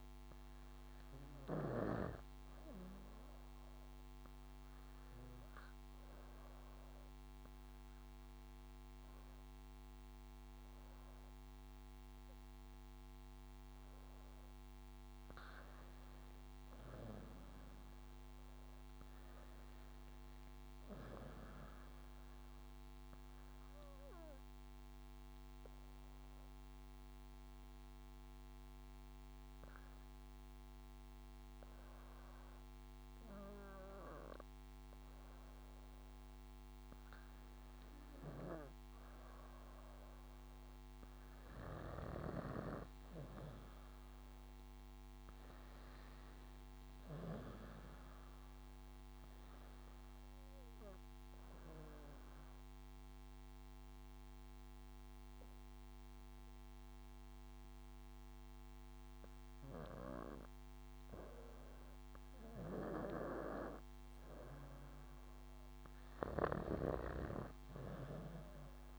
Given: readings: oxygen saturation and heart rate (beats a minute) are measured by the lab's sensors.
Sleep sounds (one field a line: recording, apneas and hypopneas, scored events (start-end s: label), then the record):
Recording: breathing in sleep by a microphone on the trachea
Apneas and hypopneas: 3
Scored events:
0.00-2.00 s: snoring (device-marked)
4.50-15.50 s: obstructive apnea (oxygen 98% before, 92% lowest, heart rate 61 before, 55 extreme, up 9 after)
6.50-16.50 s: drop in pulse transit time (device-marked, heart rate 61 before, 55 extreme)
9.50-68.98 s: new sleep stage, REM sleep
16.50-19.50 s: arousal
23.00-36.50 s: obstructive apnea (oxygen 98% before, 92% lowest, heart rate 61 before, 59 extreme, up 3 after)
26.50-34.50 s: drop in pulse transit time (device-marked, heart rate 61 before, 62 extreme)
38.50-42.00 s: arousal
41.50-47.50 s: snoring (device-marked)
47.50-58.50 s: oxygen desaturation (device-marked, oxygen 96% before, 92% lowest, heart rate 63 before, 58 extreme)
48.50-65.50 s: drop in pulse transit time (device-marked, heart rate 63 before, 59 extreme)
50.50-63.00 s: obstructive apnea (oxygen 96% before, 86% lowest, heart rate 64 before, 56 extreme, up 6 after)
66.50-68.98 s: arousal
From the record:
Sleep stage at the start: N2 (light sleep)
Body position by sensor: on the back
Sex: female